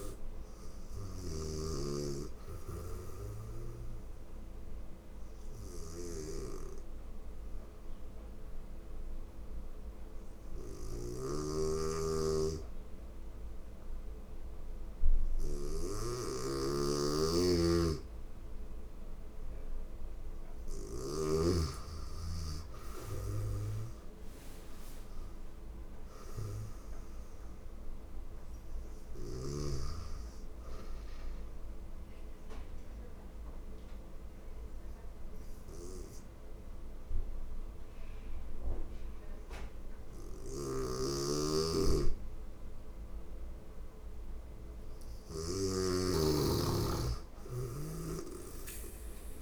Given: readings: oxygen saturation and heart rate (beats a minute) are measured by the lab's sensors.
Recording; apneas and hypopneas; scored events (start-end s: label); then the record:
breathing in sleep by a room microphone; 2
0.50-20.50 s: snoring (device-marked)
4.00-17.00 s: obstructive apnea (oxygen 98% before, 89% lowest, heart rate 82 before, 81 extreme, up 3 after)
5.50-20.50 s: oxygen desaturation (device-marked, oxygen 97% before, 89% lowest, heart rate 82 before, 81 extreme)
21.00-26.00 s: arousal
30.50-44.00 s: obstructive apnea (oxygen 97% before, 88% lowest, heart rate 83 before, 79 extreme, up 3 after)
31.50-42.50 s: oxygen desaturation (device-marked, oxygen 97% before, 91% lowest, heart rate 83 before, 79 extreme)
40.00-45.00 s: snoring (device-marked)
47.50-49.42 s: arousal
From the record:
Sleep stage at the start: N2 (light sleep); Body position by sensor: on the right side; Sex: female